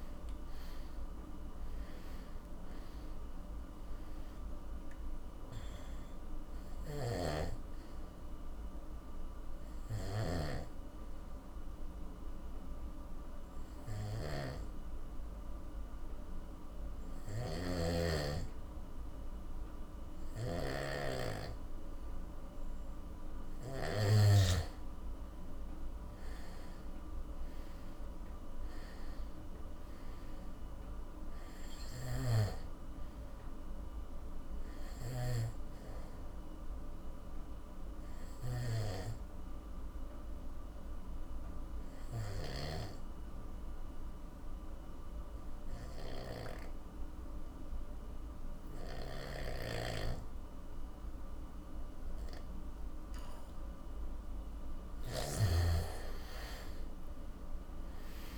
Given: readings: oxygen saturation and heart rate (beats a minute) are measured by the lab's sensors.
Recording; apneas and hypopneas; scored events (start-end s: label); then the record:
breathing in sleep by a room microphone; 2
0.00-1.00 s: arousal
1.50-21.50 s: oxygen desaturation (device-marked, oxygen 97% before, 87% lowest, heart rate 57 before, 47 extreme)
6.50-22.50 s: obstructive apnea (oxygen 97% before, 84% lowest, heart rate 62 before, 47 extreme, up 19 after)
7.00-24.00 s: snoring (device-marked)
26.00-29.50 s: arousal
32.00-42.50 s: snoring (device-marked)
32.50-48.50 s: oxygen desaturation (device-marked, oxygen 97% before, 89% lowest, heart rate 58 before, 47 extreme)
36.50-53.50 s: obstructive apnea (oxygen 97% before, 84% lowest, heart rate 60 before, 47 extreme, up 15 after)
49.00-58.38 s: snoring (device-marked)
55.50-58.38 s: arousal
From the record:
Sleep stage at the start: N2 (light sleep); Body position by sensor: on the back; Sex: male